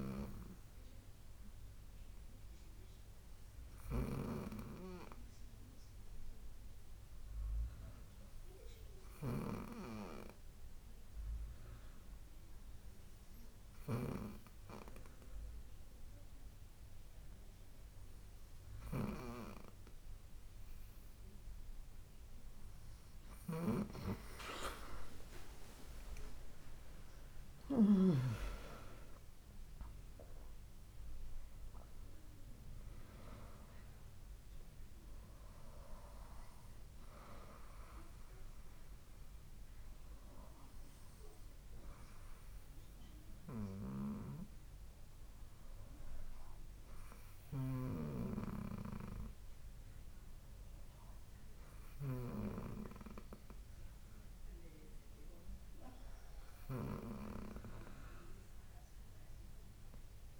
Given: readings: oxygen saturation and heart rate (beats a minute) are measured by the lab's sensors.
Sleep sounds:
breathing in sleep by a room microphone; 1
1.50-21.50 s: obstructive apnea (oxygen 99% before, 96% lowest, heart rate 72 before, 67 extreme, up 24 after)
26.00-30.50 s: arousal
From the record:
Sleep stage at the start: N2 (light sleep); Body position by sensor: on the right side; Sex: female

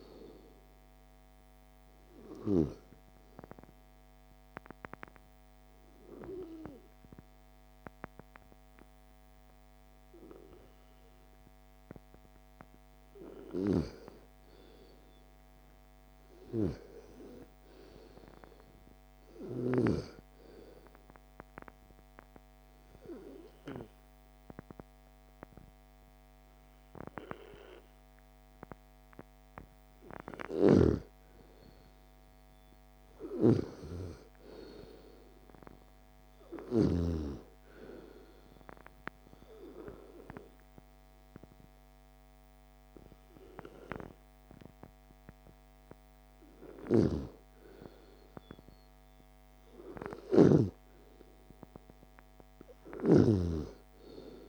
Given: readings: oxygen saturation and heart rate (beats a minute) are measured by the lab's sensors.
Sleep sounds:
breathing in sleep by a microphone on the trachea; 3
3.50-13.50 s: obstructive apnea (oxygen 98% before, 91% lowest, heart rate 57 before, 34 extreme, up 23 after)
14.50-18.50 s: arousal
20.50-31.00 s: obstructive apnea (oxygen 98% before, 92% lowest, heart rate 54 before, 34 extreme, up 0 after)
30.50-37.00 s: snoring (device-marked)
32.50-36.00 s: arousal
38.00-48.00 s: obstructive apnea (oxygen 98% before, 92% lowest, heart rate 49 before, 34 extreme, up 21 after)
42.00-54.49 s: oxygen desaturation (device-marked, oxygen 96% before, 92% lowest, heart rate 45 before, 34 extreme)
50.00-53.50 s: snoring (device-marked)
51.00-54.49 s: arousal
From the record:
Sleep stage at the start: N2 (light sleep); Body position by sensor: on the back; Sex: female

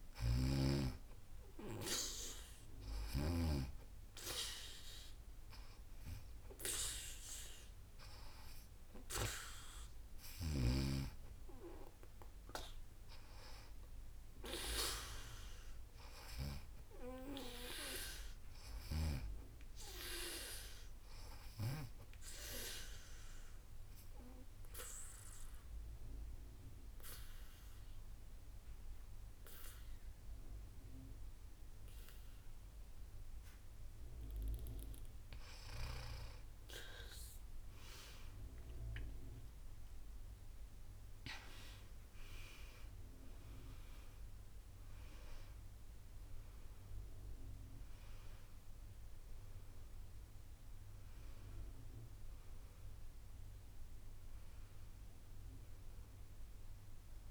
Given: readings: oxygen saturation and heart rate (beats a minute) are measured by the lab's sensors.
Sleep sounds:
breathing in sleep by a room microphone; 1
0.00-5.50 s: oxygen desaturation (device-marked, oxygen 89% lowest, heart rate 86 extreme)
16.50-20.50 s: arousal
23.50-36.00 s: obstructive apnea (oxygen 94% before, 78% lowest, heart rate 87 before, 83 extreme, up 6 after)
37.00-41.00 s: arousal
37.50-57.31 s: oxygen desaturation (device-marked, oxygen 95% before, 78% lowest, heart rate 86 before, 89 extreme)
From the record:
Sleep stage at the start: N2 (light sleep); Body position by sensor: on the back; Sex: female

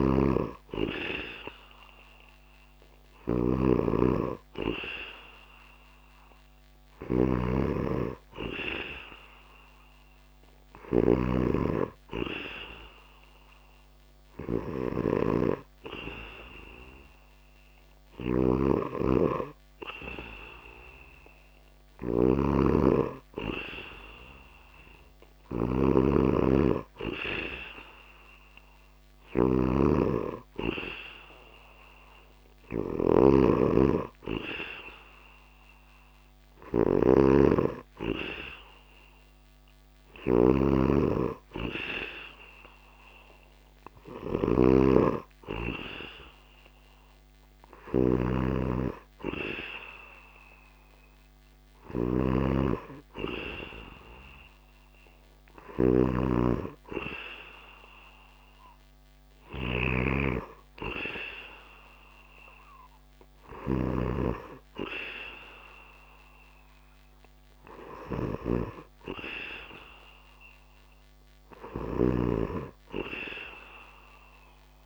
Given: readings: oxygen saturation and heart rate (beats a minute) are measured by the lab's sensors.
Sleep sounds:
breathing in sleep by a microphone on the trachea; none
0.00-74.86 s: snoring (device-marked)
From the record:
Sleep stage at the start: N2 (light sleep); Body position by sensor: on the back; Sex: male

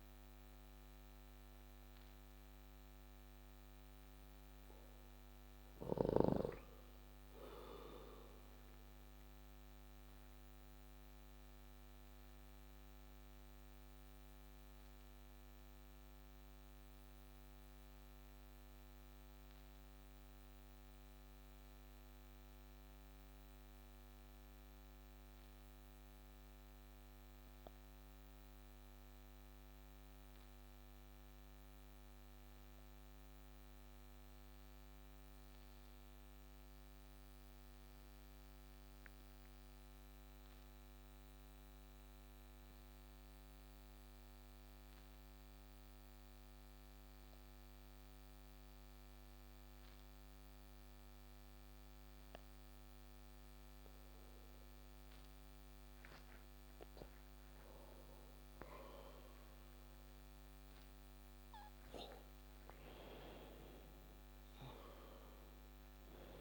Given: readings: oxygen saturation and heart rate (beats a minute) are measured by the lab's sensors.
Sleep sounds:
breathing in sleep by a microphone on the trachea; 1
0.00-4.00 s: oxygen desaturation (device-marked, oxygen 93% lowest)
10.00-55.00 s: obstructive apnea (oxygen 97% before, 89% lowest)
57.00-66.41 s: oxygen desaturation (device-marked, oxygen 95% before, 91% lowest)
57.50-62.50 s: arousal
From the record:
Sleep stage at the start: N2 (light sleep); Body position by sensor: on the back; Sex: male

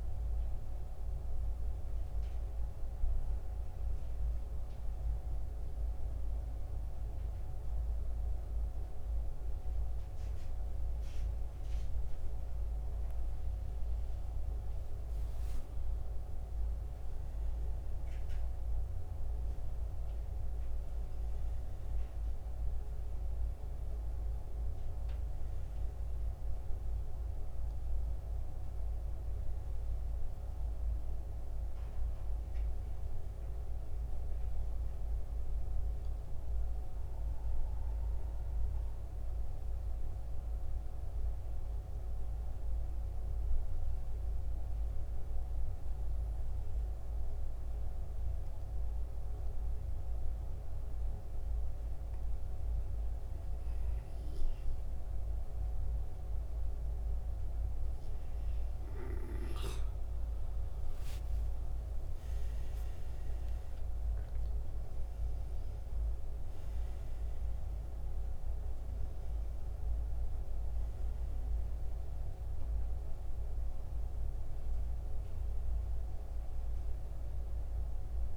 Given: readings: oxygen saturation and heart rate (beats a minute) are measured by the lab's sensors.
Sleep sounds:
breathing in sleep, hard to hear, by a room microphone; 2
1.50-14.00 s: mixed apnea (oxygen 92% before, 87% lowest, heart rate 78 before, 62 extreme, up 14 after)
16.50-21.00 s: arousal
24.00-51.00 s: oxygen desaturation (device-marked, oxygen 96% before, 91% lowest, heart rate 68 before, 63 extreme)
37.00-59.00 s: mixed apnea (oxygen 97% before, 86% lowest, heart rate 75 before, 63 extreme, up 15 after)
60.50-65.50 s: arousal
62.00-78.37 s: oxygen desaturation (device-marked, oxygen 95% before, 86% lowest, heart rate 66 before, 64 extreme)
From the record:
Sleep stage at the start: N2 (light sleep); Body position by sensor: on the back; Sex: male

